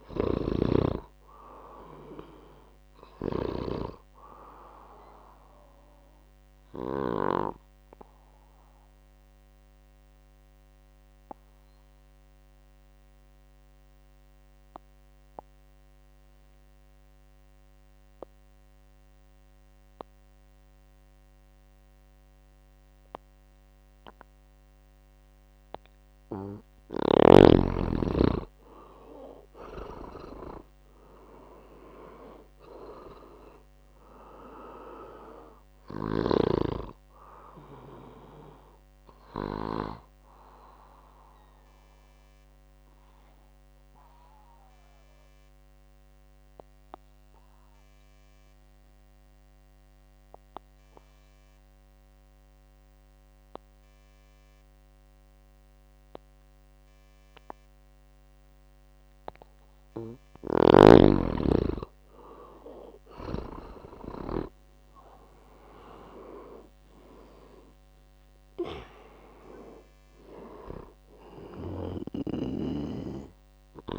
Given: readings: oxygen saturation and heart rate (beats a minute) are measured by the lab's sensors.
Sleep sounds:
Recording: breathing in sleep by a microphone on the trachea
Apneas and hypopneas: 2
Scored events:
0.00-21.00 s: oxygen desaturation (device-marked, oxygen 88% lowest, heart rate 60 extreme)
4.50-26.00 s: obstructive apnea (oxygen 98% before, 85% lowest, heart rate 69 before, 60 extreme, up 13 after)
29.50-33.00 s: arousal
33.00-58.00 s: oxygen desaturation (device-marked, oxygen 99% before, 85% lowest, heart rate 65 before, 57 extreme)
40.50-59.50 s: obstructive apnea (oxygen 99% before, 85% lowest, heart rate 70 before, 57 extreme, up 13 after)
63.00-67.00 s: arousal
67.00-73.99 s: oxygen desaturation (device-marked, oxygen 99% before, 88% lowest, heart rate 68 before, 57 extreme)
From the record:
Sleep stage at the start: N2 (light sleep)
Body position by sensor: on the back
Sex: male

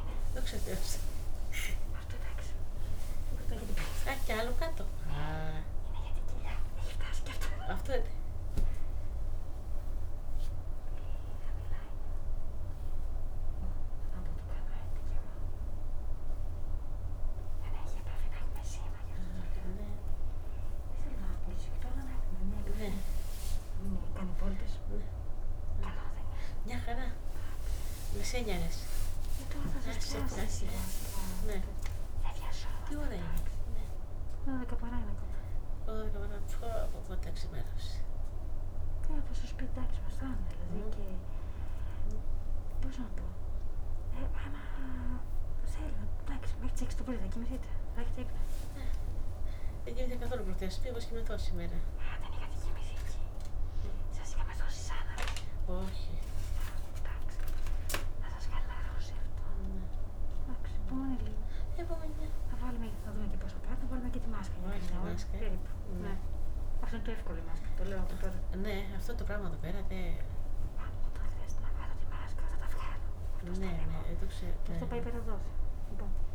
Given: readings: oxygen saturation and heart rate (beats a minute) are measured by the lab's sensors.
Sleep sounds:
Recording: a person awake in a sleep study, by a room microphone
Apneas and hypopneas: none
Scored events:
24.00-39.00 s: oxygen desaturation (device-marked, oxygen 96% before, 93% lowest, heart rate 71 before, 66 extreme)
From the record:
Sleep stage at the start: awake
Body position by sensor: on the back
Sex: female

